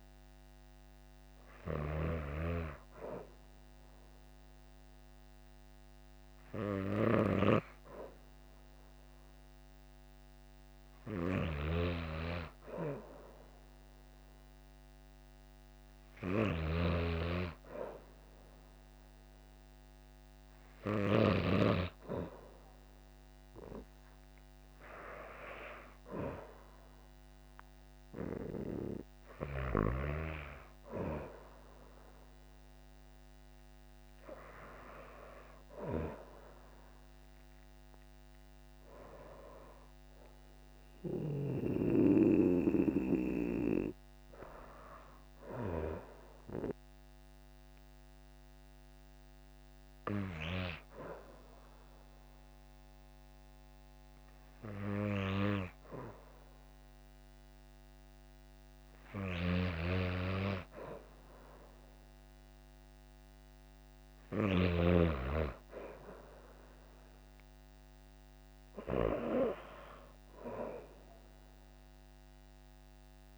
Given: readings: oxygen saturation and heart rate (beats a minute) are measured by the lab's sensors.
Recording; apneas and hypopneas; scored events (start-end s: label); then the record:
breathing in sleep by a microphone on the trachea; 1
46.50-58.50 s: hypopnea (oxygen 96% before, 94% lowest, heart rate 63 before, 54 extreme, up 5 after)
From the record:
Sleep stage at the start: N2 (light sleep); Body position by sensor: on the back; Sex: female